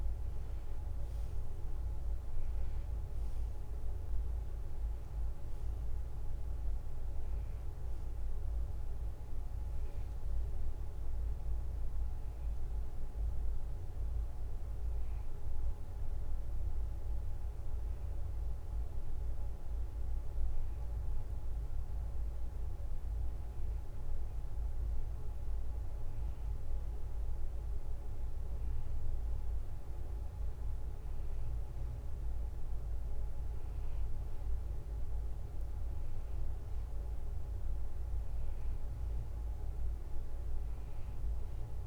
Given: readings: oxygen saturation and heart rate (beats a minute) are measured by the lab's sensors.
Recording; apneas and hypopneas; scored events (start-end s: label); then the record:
breathing in sleep, hard to hear, by a room microphone; none
0.00-16.00 s: oxygen desaturation (device-marked, oxygen 93% before, 90% lowest, heart rate 73 before, 73 extreme)
From the record:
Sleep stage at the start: N2 (light sleep); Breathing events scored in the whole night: 252 in 4.2 hours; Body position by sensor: on the back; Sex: male